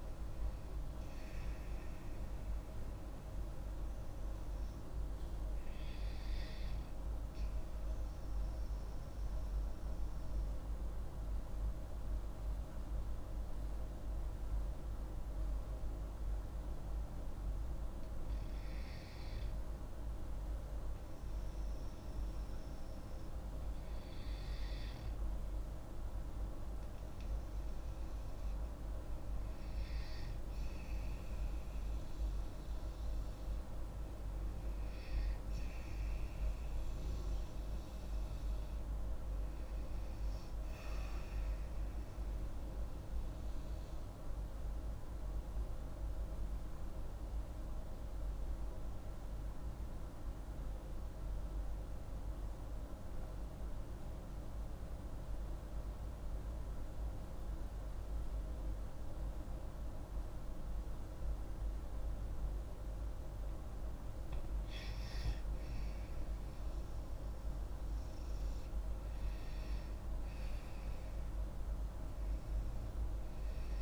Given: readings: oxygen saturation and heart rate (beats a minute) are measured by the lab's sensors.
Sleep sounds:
breathing in sleep, hard to hear, by a room microphone; 2
8.00-20.50 s: obstructive apnea (oxygen 95% before, 89% lowest)
23.50-27.50 s: arousal
35.50-65.50 s: oxygen desaturation (device-marked, oxygen 96% before, 89% lowest)
44.00-65.00 s: obstructive apnea (oxygen 96% before, 87% lowest)
66.50-71.50 s: arousal
From the record:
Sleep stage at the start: REM sleep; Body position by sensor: on the back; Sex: female

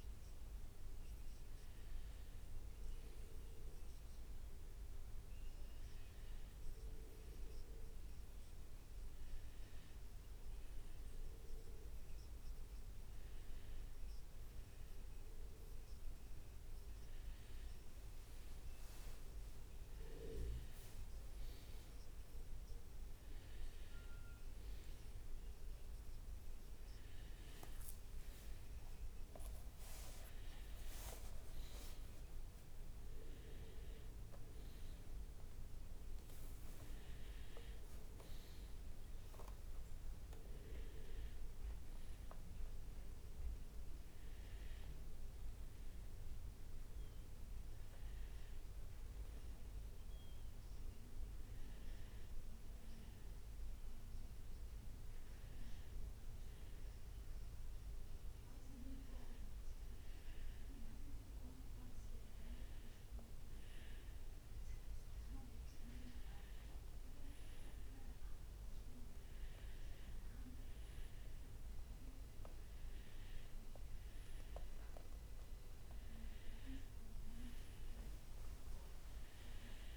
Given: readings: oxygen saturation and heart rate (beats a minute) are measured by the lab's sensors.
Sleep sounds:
breathing in sleep, hard to hear, by a room microphone; none
18.50-21.50 s: leg movement (device-marked)
78.00-79.97 s: leg movement (device-marked)
From the record:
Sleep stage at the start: N1 (lightest sleep); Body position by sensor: on the right side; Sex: male

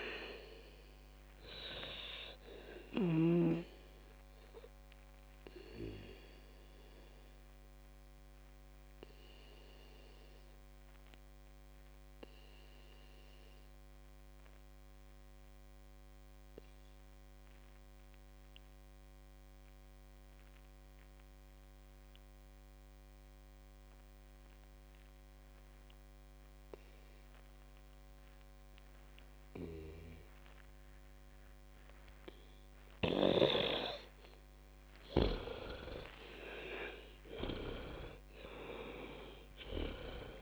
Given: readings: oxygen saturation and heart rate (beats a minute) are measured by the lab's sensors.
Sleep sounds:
breathing in sleep by a microphone on the trachea; 1
0.00-22.00 s: oxygen desaturation (device-marked, oxygen 91% lowest, heart rate 49 extreme)
3.50-35.50 s: obstructive apnea (oxygen 98% before, 88% lowest, heart rate 68 before, 49 extreme, up 19 after)
37.00-40.41 s: arousal
37.00-40.41 s: oxygen desaturation (device-marked, oxygen 98% before, 88% lowest, heart rate 54 before, 48 extreme)
From the record:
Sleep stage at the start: N2 (light sleep); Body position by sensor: on the back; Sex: female

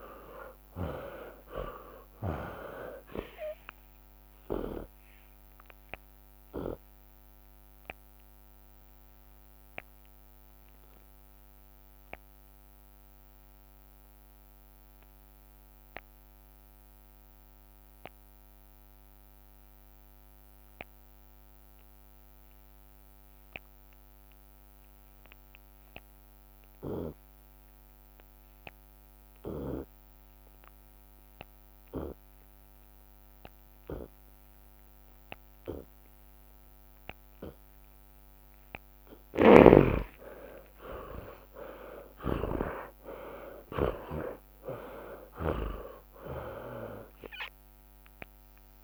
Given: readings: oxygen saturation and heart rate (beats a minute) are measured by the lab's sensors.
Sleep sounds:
breathing in sleep by a microphone on the trachea; 1
0.00-1.50 s: arousal
0.00-12.50 s: drop in pulse transit time (device-marked, heart rate 58 extreme)
5.00-7.00 s: long interval between heartbeats (device-marked, heart rate 77 before, 82 extreme)
8.00-39.00 s: obstructive apnea (oxygen 97% before, 74% lowest, heart rate 80 before, 54 extreme)
18.50-43.50 s: oxygen desaturation (device-marked, oxygen 95% before, 86% lowest, heart rate 69 before, 56 extreme)
23.00-25.00 s: long interval between heartbeats (device-marked, heart rate 64 before, 63 extreme)
25.00-27.00 s: long interval between heartbeats (device-marked, heart rate 63 before, 82 extreme)
30.50-32.50 s: long interval between heartbeats (device-marked, heart rate 64 before, 69 extreme)
32.50-34.50 s: long interval between heartbeats (device-marked, heart rate 66 before, 74 extreme)
36.50-45.50 s: tachycardia (device-marked, heart rate 78 before, 168 extreme)
40.00-42.00 s: long interval between heartbeats (device-marked, heart rate 73 before, 105 extreme)
40.00-45.00 s: arousal
41.50-48.84 s: drop in pulse transit time (device-marked, heart rate 79 before, 59 extreme)
42.50-44.50 s: long interval between heartbeats (device-marked, heart rate 83 before, 168 extreme)
From the record:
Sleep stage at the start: N2 (light sleep); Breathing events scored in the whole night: 295 in 3.7 hours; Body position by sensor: on the left side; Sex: male

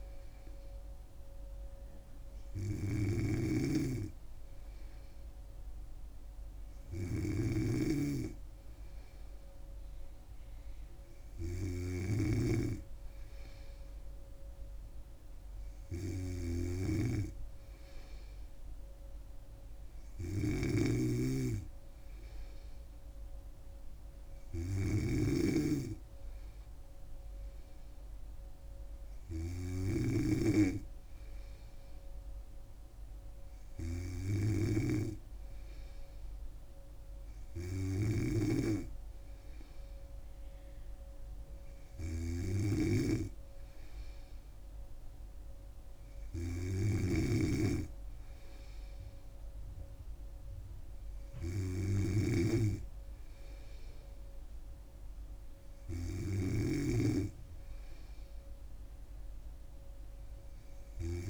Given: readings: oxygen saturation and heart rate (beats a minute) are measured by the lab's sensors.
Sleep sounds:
breathing in sleep by a room microphone; none
0.00-57.00 s: snoring (device-marked)
From the record:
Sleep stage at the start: N2 (light sleep); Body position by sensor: on the back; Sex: female

